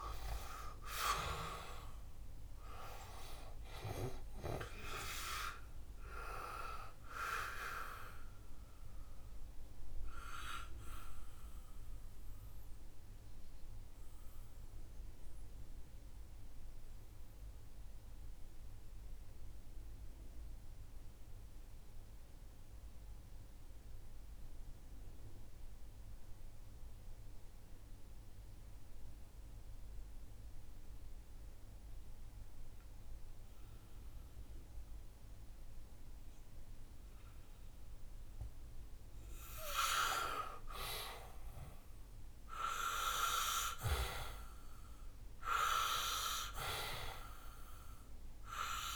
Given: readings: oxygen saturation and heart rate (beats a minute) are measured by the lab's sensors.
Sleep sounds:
breathing in sleep by a room microphone; 1
0.00-1.50 s: arousal
0.00-28.50 s: oxygen desaturation (device-marked, oxygen 90% lowest, heart rate 64 extreme)
8.00-38.50 s: mixed apnea (oxygen 98% before, 90% lowest, heart rate 68 before, 59 extreme, up 4 after)
41.50-45.50 s: arousal
44.50-48.96 s: oxygen desaturation (device-marked, oxygen 97% before, 90% lowest, heart rate 67 before, 59 extreme)
From the record:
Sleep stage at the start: N2 (light sleep); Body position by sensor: on the back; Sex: male

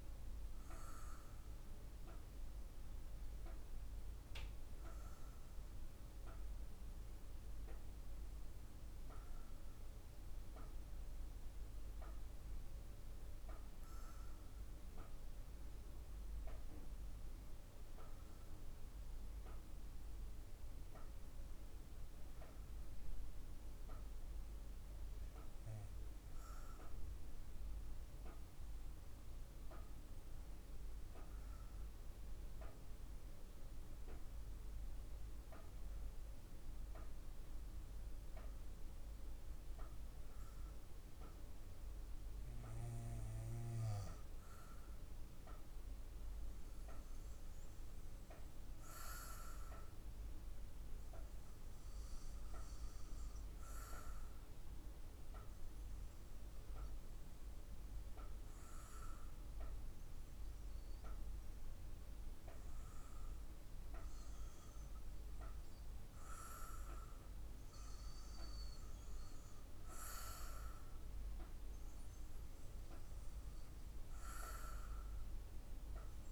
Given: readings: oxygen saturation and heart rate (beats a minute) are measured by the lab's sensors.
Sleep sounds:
breathing in sleep by a room microphone; none
none scored
From the record:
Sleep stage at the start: REM sleep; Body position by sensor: on the back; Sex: female

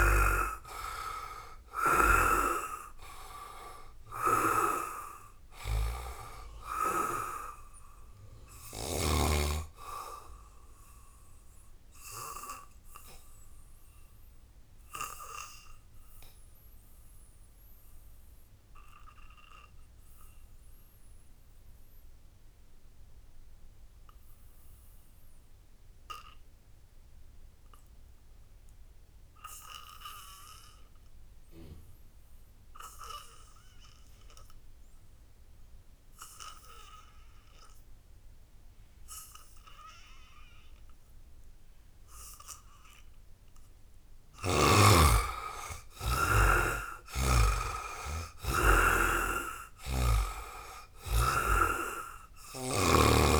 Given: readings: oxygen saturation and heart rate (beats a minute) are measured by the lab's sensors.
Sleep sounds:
breathing in sleep by a room microphone; 1
0.00-20.50 s: oxygen desaturation (device-marked, oxygen 70% lowest, heart rate 54 extreme)
10.00-42.50 s: obstructive apnea (oxygen 95% before, 70% lowest, heart rate 67 before, 68 extreme, up 6 after)
33.50-53.40 s: oxygen desaturation (device-marked, oxygen 99% before, 71% lowest, heart rate 79 before, 66 extreme)
43.50-47.50 s: arousal
46.50-50.00 s: snoring (device-marked)
From the record:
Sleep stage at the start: N2 (light sleep); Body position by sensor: on the back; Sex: male

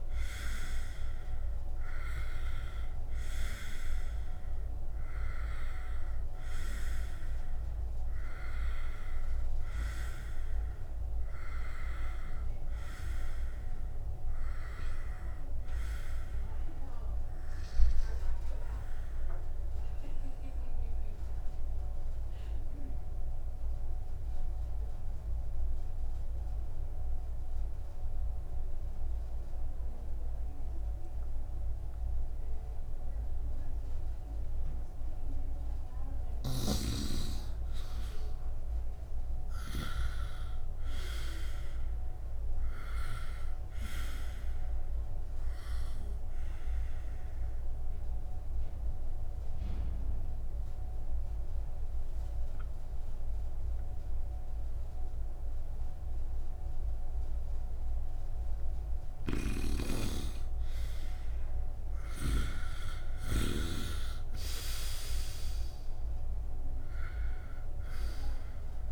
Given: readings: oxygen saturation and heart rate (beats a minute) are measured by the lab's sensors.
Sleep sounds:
breathing in sleep by a room microphone; 2
0.00-22.00 s: oxygen desaturation (device-marked, oxygen 97% before, 87% lowest, heart rate 67 before, 65 extreme)
19.00-35.00 s: obstructive apnea (oxygen 97% before, 87% lowest, heart rate 68 before, 65 extreme)
36.00-40.50 s: arousal
39.00-64.00 s: oxygen desaturation (device-marked, oxygen 98% before, 87% lowest, heart rate 70 before, 66 extreme)
47.50-59.50 s: obstructive apnea (oxygen 98% before, 85% lowest, heart rate 68 before, 67 extreme, up 1 after)
59.50-64.00 s: snoring (device-marked)
63.50-67.00 s: arousal
From the record:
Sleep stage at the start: N2 (light sleep); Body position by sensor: upright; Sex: male

